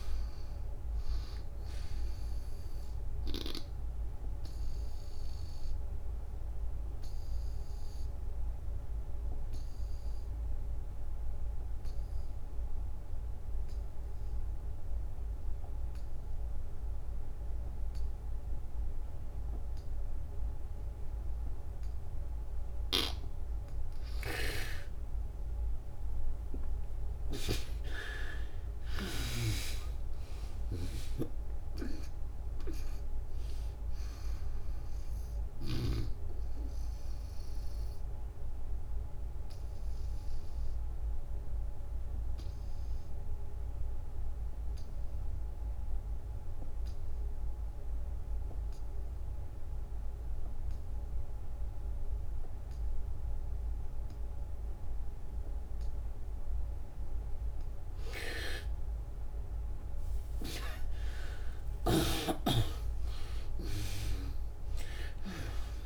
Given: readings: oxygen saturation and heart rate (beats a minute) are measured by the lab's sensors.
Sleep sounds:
breathing in sleep by a room microphone; 2
0.00-16.00 s: oxygen desaturation (device-marked, oxygen 74% lowest, heart rate 65 extreme)
4.00-22.50 s: obstructive apnea (oxygen 97% before, 74% lowest, heart rate 88 before, 65 extreme)
23.00-52.00 s: oxygen desaturation (device-marked, oxygen 98% before, 74% lowest, heart rate 73 before, 63 extreme)
27.00-33.00 s: arousal
37.50-56.00 s: obstructive apnea (oxygen 98% before, 74% lowest, heart rate 99 before, 63 extreme, up 31 after)
61.00-65.85 s: arousal
From the record:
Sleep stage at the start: N2 (light sleep); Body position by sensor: on the back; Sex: female

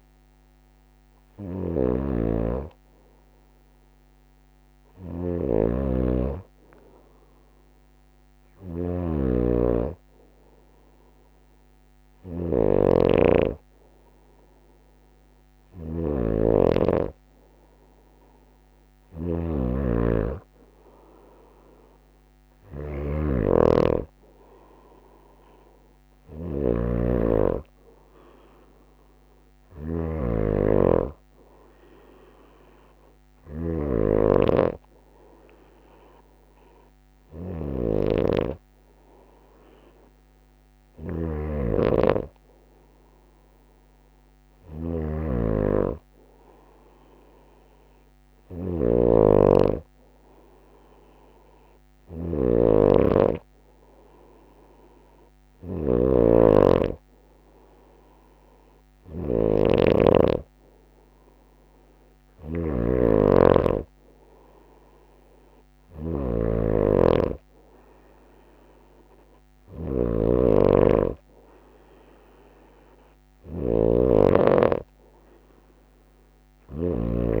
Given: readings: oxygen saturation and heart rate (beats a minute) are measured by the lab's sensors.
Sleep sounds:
breathing in sleep by a microphone on the trachea; none
0.00-33.50 s: snoring (device-marked)
44.00-55.50 s: snoring (device-marked)
62.00-77.40 s: snoring (device-marked)
From the record:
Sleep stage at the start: N2 (light sleep); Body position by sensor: on the right side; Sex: female

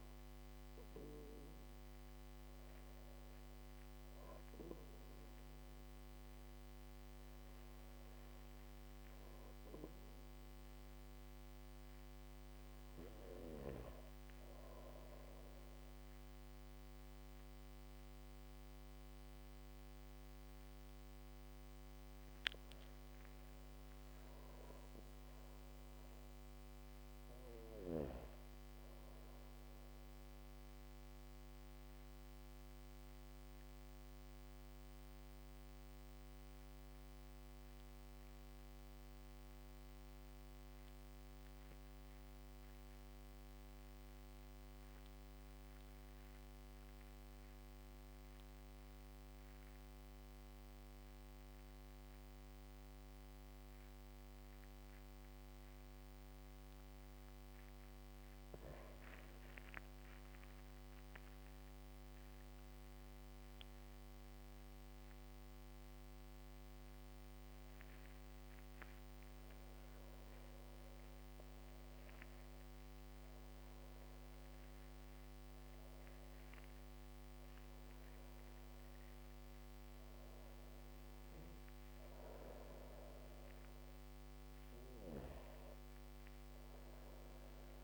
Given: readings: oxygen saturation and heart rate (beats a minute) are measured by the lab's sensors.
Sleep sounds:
breathing in sleep, hard to hear, by a microphone on the trachea; 1
21.00-25.00 s: arousal
21.50-31.50 s: drop in pulse transit time (device-marked, heart rate 55 before, 57 extreme)
29.00-56.50 s: obstructive apnea (oxygen 100% before, 93% lowest, heart rate 59 before, 51 extreme, up 12 after)
42.50-50.50 s: drop in pulse transit time (device-marked, heart rate 60 before, 68 extreme)
48.50-81.50 s: oxygen desaturation (device-marked, oxygen 99% before, 93% lowest, heart rate 62 before, 54 extreme)
58.00-62.50 s: arousal
59.50-71.50 s: drop in pulse transit time (device-marked, heart rate 67 before, 56 extreme)
65.50-87.84 s: new sleep stage, REM sleep
From the record:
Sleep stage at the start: N2 (light sleep); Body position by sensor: on the back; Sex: female

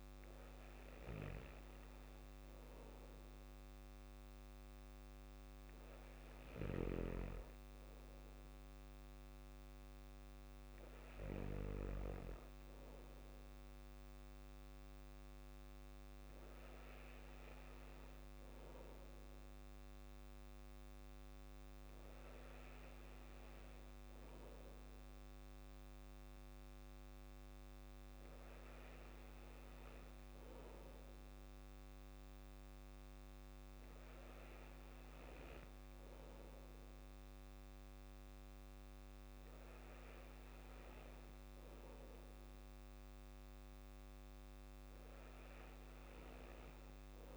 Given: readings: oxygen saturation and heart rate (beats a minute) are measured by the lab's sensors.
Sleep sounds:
breathing in sleep, hard to hear, by a microphone on the trachea; none
none scored
From the record:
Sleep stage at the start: N2 (light sleep); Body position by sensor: on the back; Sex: male

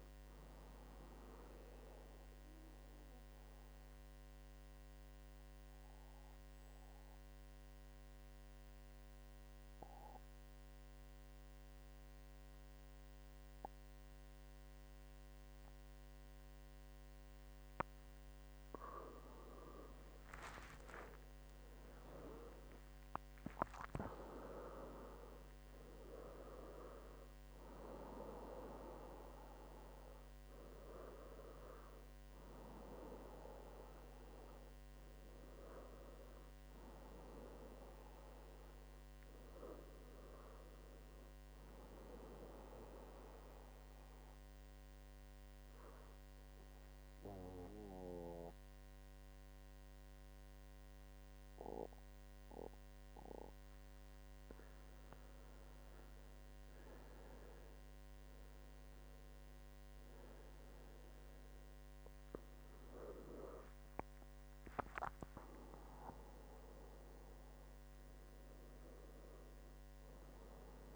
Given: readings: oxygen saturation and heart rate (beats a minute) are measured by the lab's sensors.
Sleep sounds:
breathing in sleep by a microphone on the trachea; 2
2.00-18.00 s: central apnea (oxygen 98% before, 91% lowest, heart rate 74 before, 73 extreme, up 6 after)
5.50-7.50 s: long interval between heartbeats (device-marked, heart rate 74 before, 75 extreme)
21.00-26.00 s: arousal
21.00-39.00 s: oxygen desaturation (device-marked, oxygen 96% before, 91% lowest, heart rate 76 before, 72 extreme)
42.00-61.50 s: mixed apnea (oxygen 98% before, 94% lowest, heart rate 78 before, 72 extreme, up 8 after)
64.00-67.50 s: arousal
From the record:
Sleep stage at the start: N2 (light sleep); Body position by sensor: on the back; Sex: male

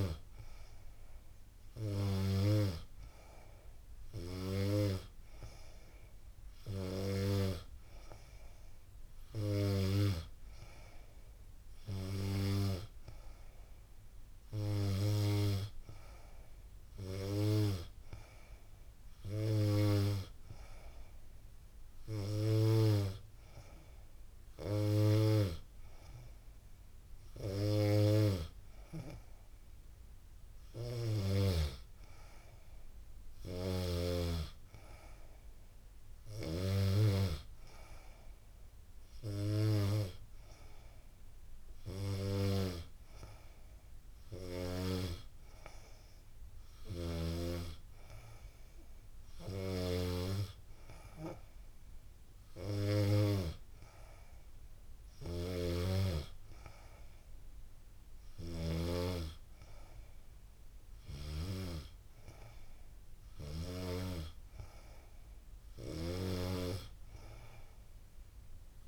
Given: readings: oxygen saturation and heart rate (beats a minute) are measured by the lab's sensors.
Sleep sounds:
breathing in sleep by a room microphone; none
none scored
From the record:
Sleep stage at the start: N2 (light sleep); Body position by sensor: on the back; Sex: female

